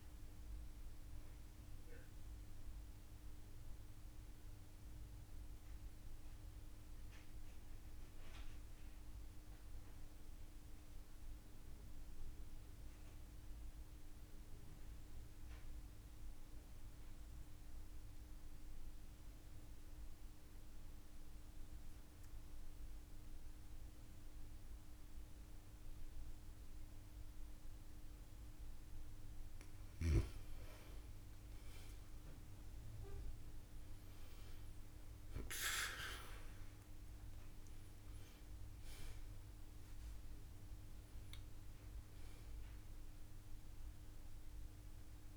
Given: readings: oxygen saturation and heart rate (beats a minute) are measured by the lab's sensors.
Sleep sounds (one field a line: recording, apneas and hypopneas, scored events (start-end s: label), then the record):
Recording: breathing in sleep, hard to hear, by a room microphone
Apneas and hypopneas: 1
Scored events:
0.00-16.00 s: oxygen desaturation (device-marked, oxygen 92% lowest)
1.50-27.00 s: mixed apnea (oxygen 97% before, 91% lowest)
26.00-28.00 s: long interval between heartbeats (device-marked)
30.50-34.50 s: arousal
33.00-35.00 s: long interval between heartbeats (device-marked)
34.00-45.37 s: oxygen desaturation (device-marked, oxygen 97% before, 91% lowest)
38.50-40.50 s: long interval between heartbeats (device-marked)
From the record:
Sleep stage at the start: N2 (light sleep)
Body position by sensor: on the back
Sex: female